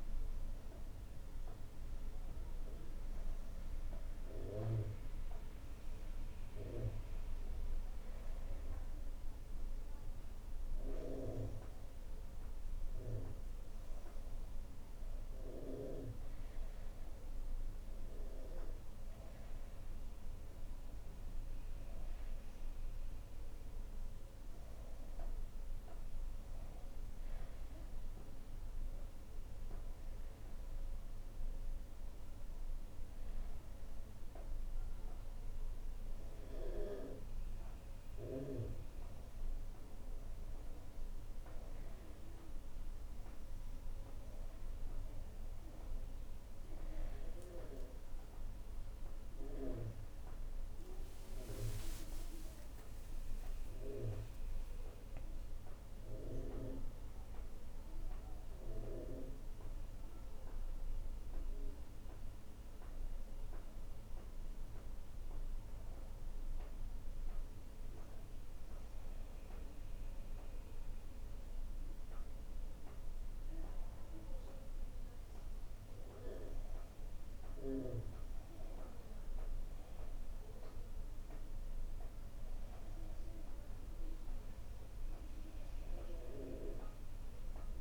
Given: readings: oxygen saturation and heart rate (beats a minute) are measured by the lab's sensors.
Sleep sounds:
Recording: breathing in sleep by a room microphone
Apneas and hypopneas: none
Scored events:
44.50-87.81 s: new sleep stage, N1 (lightest sleep)
52.50-59.00 s: arousal
From the record:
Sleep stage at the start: N2 (light sleep)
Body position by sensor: on the right side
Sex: female

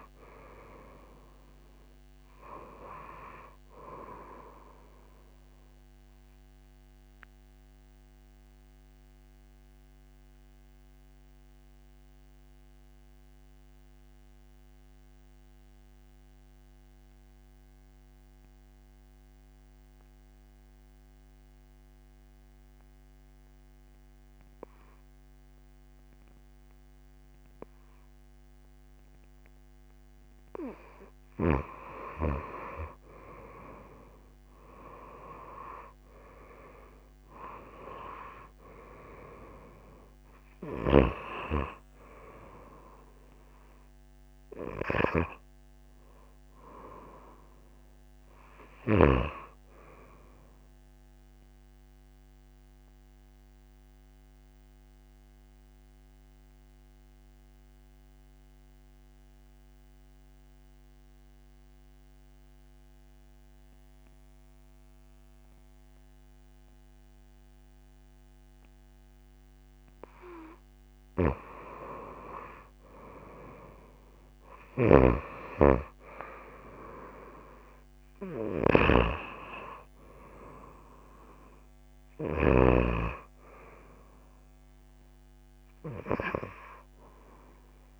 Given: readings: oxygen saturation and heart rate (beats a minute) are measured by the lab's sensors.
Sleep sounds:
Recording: breathing in sleep by a microphone on the trachea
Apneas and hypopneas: 2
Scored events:
0.00-23.00 s: oxygen desaturation (device-marked, oxygen 87% lowest)
6.00-30.50 s: obstructive apnea (oxygen 98% before, 87% lowest)
28.00-67.00 s: oxygen desaturation (device-marked, oxygen 98% before, 88% lowest)
34.00-38.50 s: arousal
51.50-70.00 s: obstructive apnea (oxygen 98% before, 88% lowest)
72.50-76.50 s: arousal
74.50-82.50 s: snoring (device-marked)
78.00-88.00 s: oxygen desaturation (device-marked, oxygen 98% before, 90% lowest)
From the record:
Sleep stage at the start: N2 (light sleep)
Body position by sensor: on the back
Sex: female

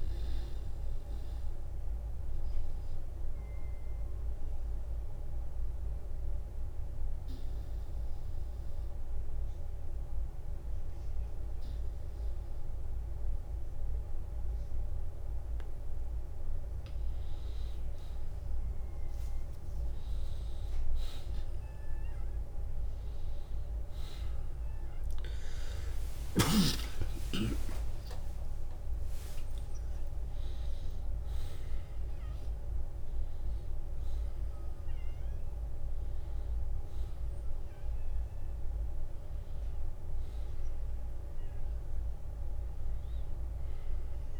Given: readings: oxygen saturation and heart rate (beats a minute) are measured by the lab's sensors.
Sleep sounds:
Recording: breathing in sleep, hard to hear, by a room microphone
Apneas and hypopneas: 1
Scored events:
0.00-10.50 s: oxygen desaturation (device-marked, oxygen 89% lowest, heart rate 49 extreme)
1.00-3.00 s: long interval between heartbeats (device-marked, heart rate 65 before, 55 extreme)
1.00-16.00 s: obstructive apnea (oxygen 93% before, 89% lowest, heart rate 65 before, 49 extreme, up 12 after)
22.50-27.00 s: arousal
26.00-28.00 s: long interval between heartbeats (device-marked, heart rate 55 before, 78 extreme)
26.50-28.50 s: tachycardia (device-marked, heart rate 58 before, 100 extreme)
32.50-39.50 s: oxygen desaturation (device-marked, oxygen 95% before, 91% lowest, heart rate 70 before, 49 extreme)
36.50-38.50 s: long interval between heartbeats (device-marked, heart rate 73 before, 66 extreme)
From the record:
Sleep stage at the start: N2 (light sleep)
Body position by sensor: on the back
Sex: male

